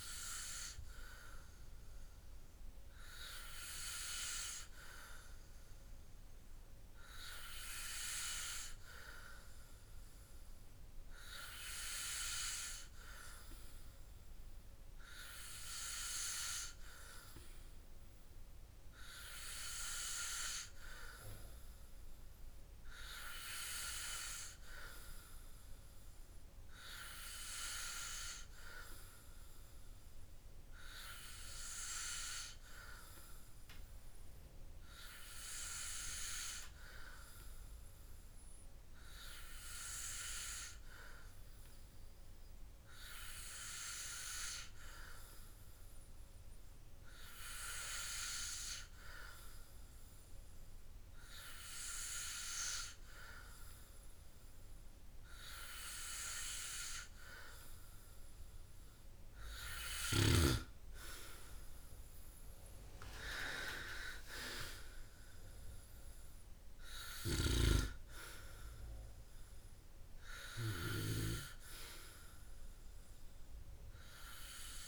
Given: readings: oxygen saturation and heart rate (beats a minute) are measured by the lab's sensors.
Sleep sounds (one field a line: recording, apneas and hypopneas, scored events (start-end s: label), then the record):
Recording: breathing in sleep by a room microphone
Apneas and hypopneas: none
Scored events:
3.50-74.87 s: new sleep stage, N2 (light sleep)
From the record:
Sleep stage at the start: N3 (deep sleep)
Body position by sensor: on the back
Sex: male